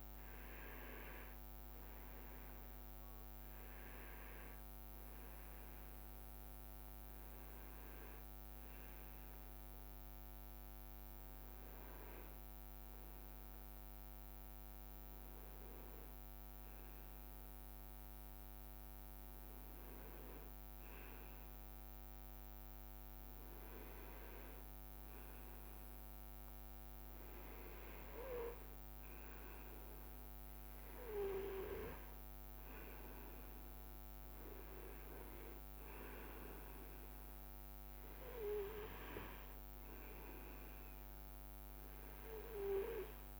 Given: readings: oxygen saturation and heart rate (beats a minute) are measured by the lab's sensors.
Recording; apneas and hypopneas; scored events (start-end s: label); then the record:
breathing in sleep by a microphone on the trachea; none
0.00-1.00 s: arousal
0.00-2.50 s: leg movement (device-marked)
13.00-18.00 s: leg movement (device-marked)
From the record:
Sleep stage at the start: N2 (light sleep); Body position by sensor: on the right side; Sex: male